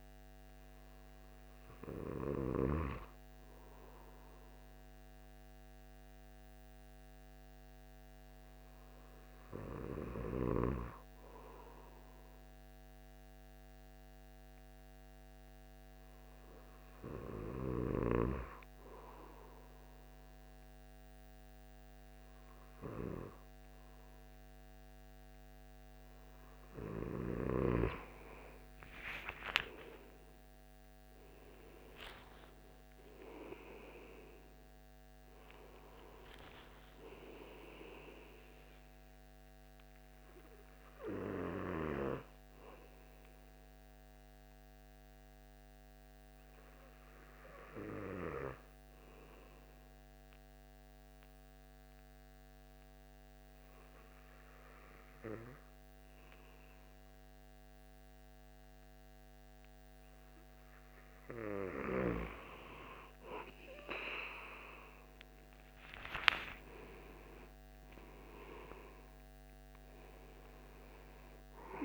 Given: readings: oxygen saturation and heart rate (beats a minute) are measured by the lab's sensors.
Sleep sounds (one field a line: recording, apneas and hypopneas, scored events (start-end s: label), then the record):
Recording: breathing in sleep by a microphone on the trachea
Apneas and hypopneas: 2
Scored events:
0.00-2.00 s: oxygen desaturation (device-marked, oxygen 93% lowest, heart rate 63 extreme)
7.50-26.00 s: hypopnea (oxygen 97% before, 94% lowest, heart rate 76 before, 66 extreme, up 22 after)
29.00-34.50 s: arousal
42.00-60.50 s: hypopnea (oxygen 97% before, 94% lowest, heart rate 78 before, 66 extreme, up 20 after)
66.00-70.00 s: arousal
From the record:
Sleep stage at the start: N2 (light sleep)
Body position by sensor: on the back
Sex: male